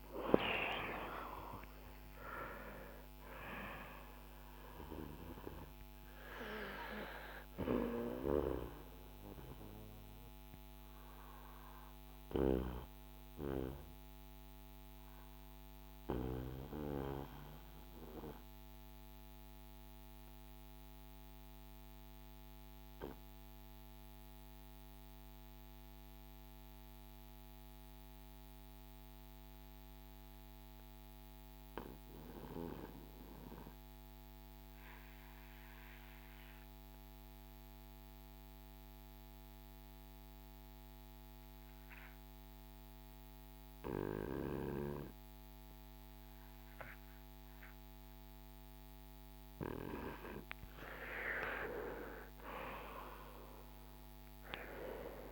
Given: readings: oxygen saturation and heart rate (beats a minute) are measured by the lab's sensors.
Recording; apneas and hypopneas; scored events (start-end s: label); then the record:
breathing in sleep by a microphone on the trachea; 1
0.00-1.50 s: arousal
9.00-49.50 s: obstructive apnea (oxygen 96% before, 87% lowest, heart rate 62 before, 47 extreme, up 9 after)
47.00-53.00 s: oxygen desaturation (device-marked, oxygen 97% before, 93% lowest, heart rate 56 before, 51 extreme)
52.00-55.32 s: arousal
From the record:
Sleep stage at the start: N2 (light sleep); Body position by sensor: on the back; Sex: male